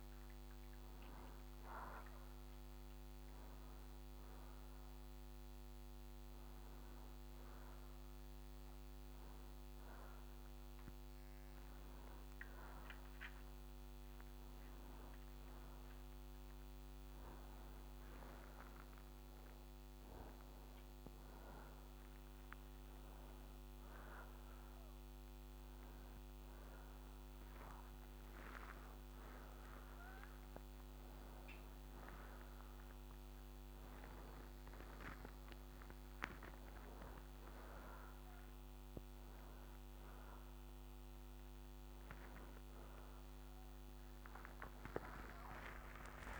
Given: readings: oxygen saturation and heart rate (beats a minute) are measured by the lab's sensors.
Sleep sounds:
a person awake in a sleep study, hard to hear, by a microphone on the trachea; none
24.50-32.50 s: oxygen desaturation (device-marked, oxygen 93% before, 89% lowest, heart rate 90 before, 80 extreme)
From the record:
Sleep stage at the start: awake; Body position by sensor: upright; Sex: male

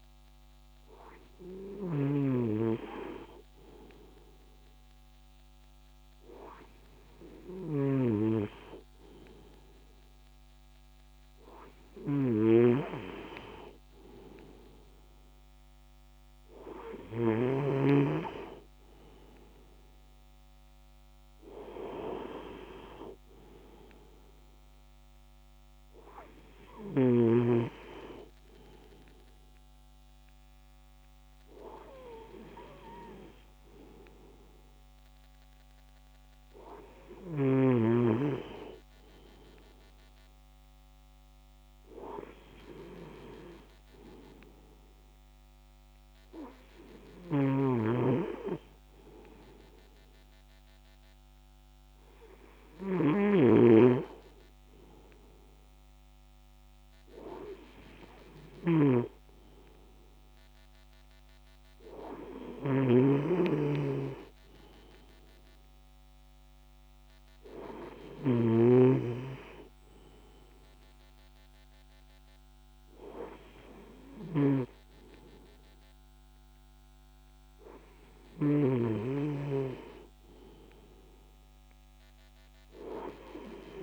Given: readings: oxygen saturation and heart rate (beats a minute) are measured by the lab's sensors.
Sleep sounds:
breathing in sleep by a microphone on the trachea; none
none scored
From the record:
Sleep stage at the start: N2 (light sleep); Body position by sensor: on the right side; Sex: male

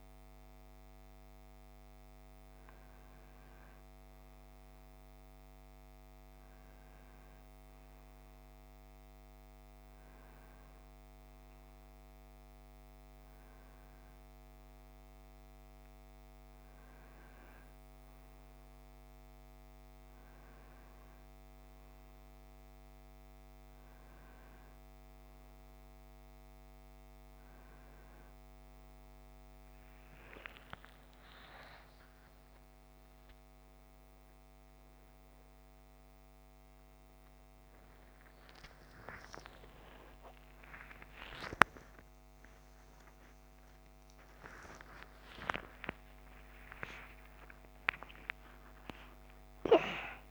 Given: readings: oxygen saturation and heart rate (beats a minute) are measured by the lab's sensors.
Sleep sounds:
breathing in sleep by a microphone on the trachea; none
41.50-50.31 s: new sleep stage, awake
From the record:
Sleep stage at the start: N1 (lightest sleep); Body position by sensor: on the right side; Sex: male

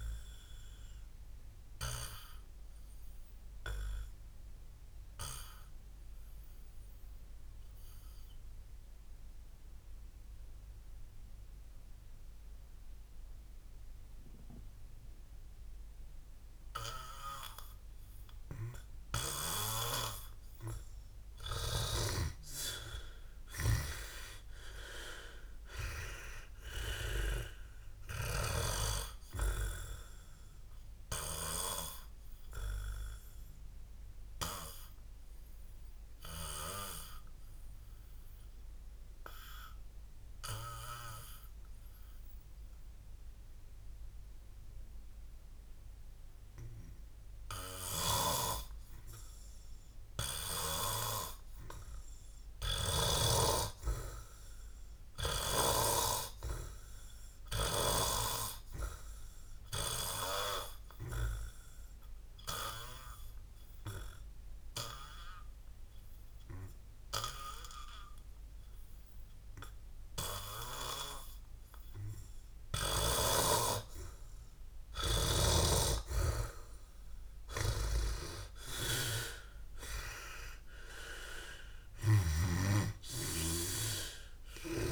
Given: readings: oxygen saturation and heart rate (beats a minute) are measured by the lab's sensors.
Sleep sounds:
breathing in sleep by a room microphone; 2
0.50-20.00 s: obstructive apnea (oxygen 99% before, 87% lowest, heart rate 75 before, 60 extreme, up 8 after)
15.50-22.50 s: oxygen desaturation (device-marked, oxygen 96% before, 92% lowest, heart rate 65 before, 60 extreme)
22.50-26.00 s: arousal
30.00-73.00 s: obstructive apnea (oxygen 100% before, 87% lowest, heart rate 67 before, 59 extreme, up 9 after)
30.50-51.50 s: oxygen desaturation (device-marked, oxygen 100% before, 88% lowest, heart rate 67 before, 59 extreme)
61.50-77.50 s: oxygen desaturation (device-marked, oxygen 100% before, 87% lowest, heart rate 61 before, 62 extreme)
79.00-83.50 s: arousal
82.50-84.91 s: snoring (device-marked)
From the record:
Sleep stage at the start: N2 (light sleep); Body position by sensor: on the back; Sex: male

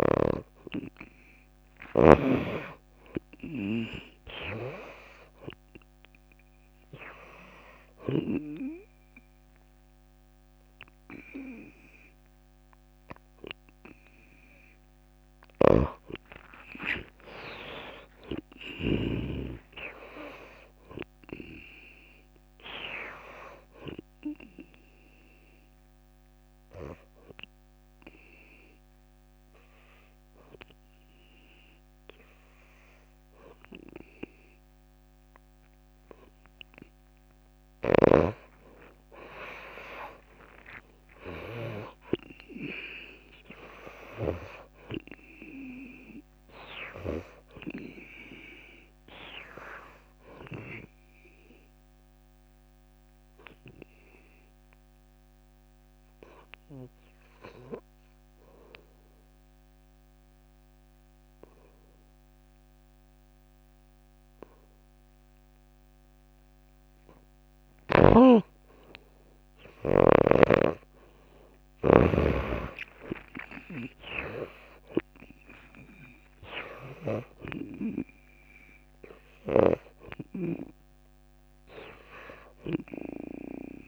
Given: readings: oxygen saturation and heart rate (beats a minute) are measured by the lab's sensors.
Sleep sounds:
breathing in sleep by a microphone on the trachea; 3
0.00-2.00 s: arousal
0.00-19.00 s: oxygen desaturation (device-marked, oxygen 86% lowest)
6.50-17.00 s: obstructive apnea (oxygen 96% before, 86% lowest)
13.00-42.00 s: tachycardia (device-marked)
18.50-22.50 s: arousal
26.00-37.00 s: obstructive apnea (oxygen 96% before, 85% lowest)
39.50-43.50 s: arousal
41.00-58.00 s: oxygen desaturation (device-marked, oxygen 96% before, 88% lowest)
52.00-68.50 s: obstructive apnea (oxygen 96% before, 85% lowest)
71.00-75.00 s: arousal
72.00-83.88 s: oxygen desaturation (device-marked, oxygen 96% before, 85% lowest)
From the record:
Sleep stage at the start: N2 (light sleep); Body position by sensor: on the back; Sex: female

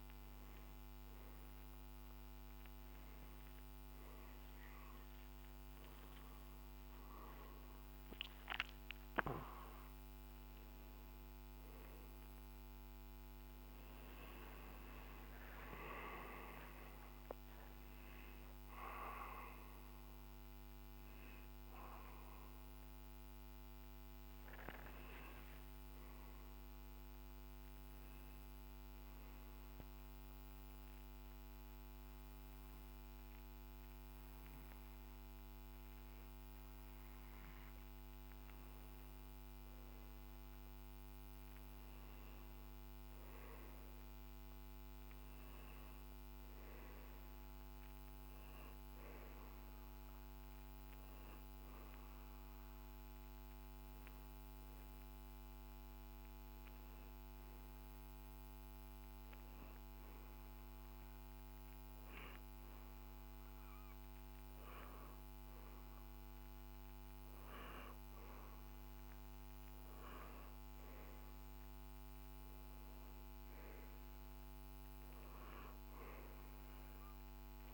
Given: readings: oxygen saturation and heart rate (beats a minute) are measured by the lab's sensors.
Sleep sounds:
breathing in sleep, hard to hear, by a microphone on the trachea; 2
0.00-2.50 s: oxygen desaturation (device-marked, oxygen 93% lowest, heart rate 70 extreme)
16.50-20.50 s: arousal
28.50-39.00 s: obstructive apnea (oxygen 95% before, 91% lowest, heart rate 82 before, 61 extreme, up 5 after)
41.50-45.50 s: arousal
42.50-58.50 s: oxygen desaturation (device-marked, oxygen 97% before, 91% lowest, heart rate 71 before, 64 extreme)
55.00-66.00 s: hypopnea (oxygen 97% before, 92% lowest, heart rate 65 before, 64 extreme, up 8 after)
69.00-73.50 s: arousal
From the record:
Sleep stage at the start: N2 (light sleep); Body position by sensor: on the right side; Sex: male

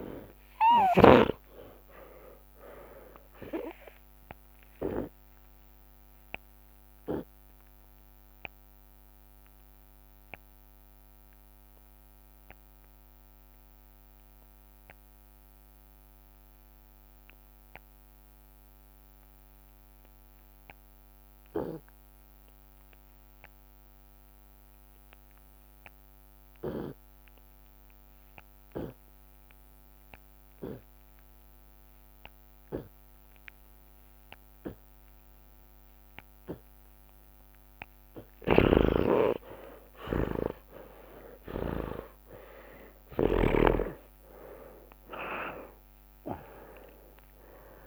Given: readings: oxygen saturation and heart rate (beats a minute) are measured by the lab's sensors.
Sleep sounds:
breathing in sleep by a microphone on the trachea; 1
0.00-1.00 s: arousal
0.00-1.50 s: snoring (device-marked)
0.50-5.50 s: drop in pulse transit time (device-marked)
4.00-6.00 s: long interval between heartbeats (device-marked)
8.00-38.50 s: obstructive apnea (oxygen 98% before, 80% lowest)
13.50-15.50 s: long interval between heartbeats (device-marked, heart rate 70 before, 45 extreme)
14.50-37.50 s: oxygen desaturation (device-marked, oxygen 94% before, 81% lowest)
18.50-22.50 s: drop in pulse transit time (device-marked, heart rate 50 before, 41 extreme)
21.50-23.50 s: long interval between heartbeats (device-marked, heart rate 42 before, 45 extreme)
24.50-26.50 s: long interval between heartbeats (device-marked, heart rate 43 before, 44 extreme)
29.00-31.00 s: long interval between heartbeats (device-marked, heart rate 46 before, 68 extreme)
33.50-43.50 s: drop in pulse transit time (device-marked, heart rate 53 before, 97 extreme)
33.50-47.87 s: tachycardia (device-marked, heart rate 71 before, 138 extreme)
34.00-36.00 s: long interval between heartbeats (device-marked, heart rate 53 before, 97 extreme)
36.50-38.50 s: long interval between heartbeats (device-marked, heart rate 61 before, 121 extreme)
38.50-40.50 s: long interval between heartbeats (device-marked, heart rate 69 before, 118 extreme)
38.50-42.00 s: snoring (device-marked)
39.00-44.50 s: arousal
42.50-44.50 s: long interval between heartbeats (device-marked, heart rate 85 before, 117 extreme)
45.50-47.50 s: long interval between heartbeats (device-marked, heart rate 96 before, 127 extreme)
From the record:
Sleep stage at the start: N2 (light sleep); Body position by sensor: on the left side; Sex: male

